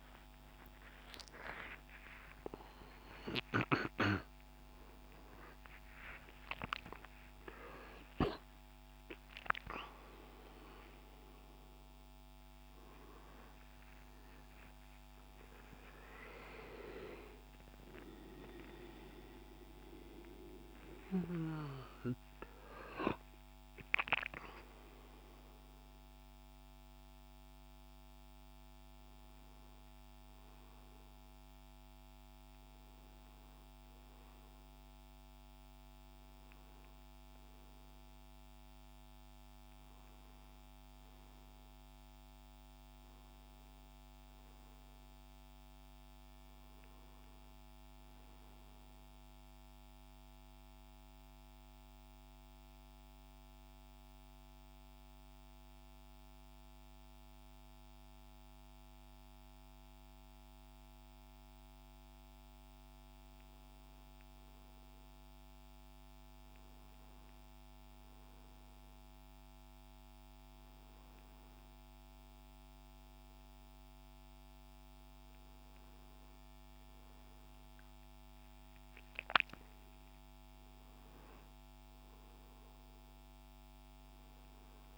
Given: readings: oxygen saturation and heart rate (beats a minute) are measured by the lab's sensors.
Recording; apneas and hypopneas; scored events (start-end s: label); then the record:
a person partly awake in a sleep study, by a microphone on the trachea; 1
19.50-84.98 s: new sleep stage, N1 (lightest sleep)
49.50-62.00 s: hypopnea (oxygen 99% before, 94% lowest, heart rate 76 before, 72 extreme, up 5 after)
64.00-67.50 s: arousal
64.50-81.50 s: oxygen desaturation (device-marked, oxygen 98% before, 94% lowest, heart rate 73 before, 73 extreme)
From the record:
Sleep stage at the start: awake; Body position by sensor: on the back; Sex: male